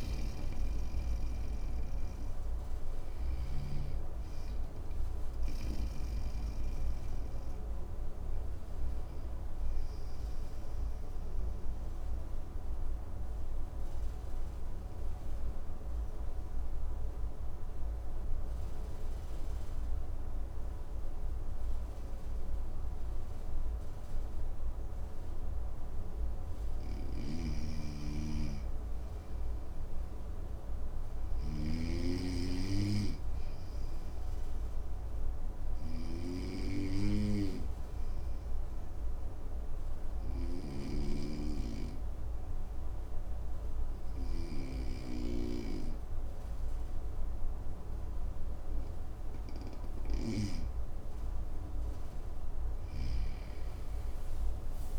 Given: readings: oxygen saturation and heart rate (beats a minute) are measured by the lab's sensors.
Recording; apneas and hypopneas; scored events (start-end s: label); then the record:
breathing in sleep by a room microphone; 2
0.00-3.00 s: snoring (device-marked)
0.00-14.50 s: oxygen desaturation (device-marked, oxygen 94% lowest, heart rate 54 extreme)
10.50-23.50 s: obstructive apnea (oxygen 97% before, 94% lowest, heart rate 61 before, 54 extreme, up 5 after)
26.50-35.50 s: snoring (device-marked)
27.50-31.00 s: arousal
36.00-48.50 s: obstructive apnea (oxygen 99% before, 95% lowest, heart rate 56 before, 56 extreme, up 6 after)
52.00-54.99 s: arousal
From the record:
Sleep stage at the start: N2 (light sleep); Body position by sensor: on the front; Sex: male